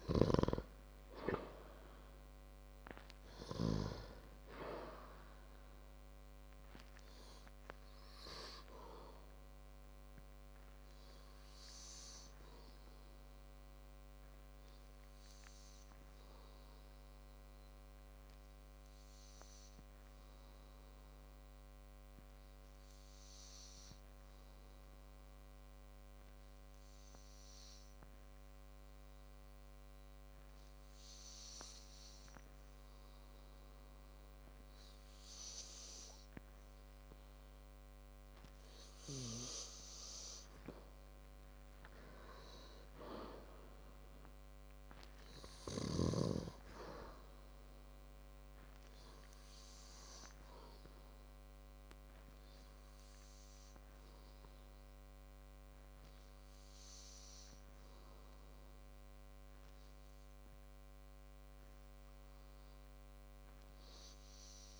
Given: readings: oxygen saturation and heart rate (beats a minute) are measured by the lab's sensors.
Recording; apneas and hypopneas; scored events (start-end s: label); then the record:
breathing in sleep by a microphone on the trachea; 1
0.00-1.50 s: arousal
12.00-35.00 s: hypopnea (oxygen 98% before, 94% lowest, heart rate 61 before, 48 extreme, up 4 after)
20.50-36.50 s: oxygen desaturation (device-marked, oxygen 97% before, 94% lowest, heart rate 59 before, 53 extreme)
40.50-44.00 s: arousal
From the record:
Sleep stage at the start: N2 (light sleep); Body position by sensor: on the back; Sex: male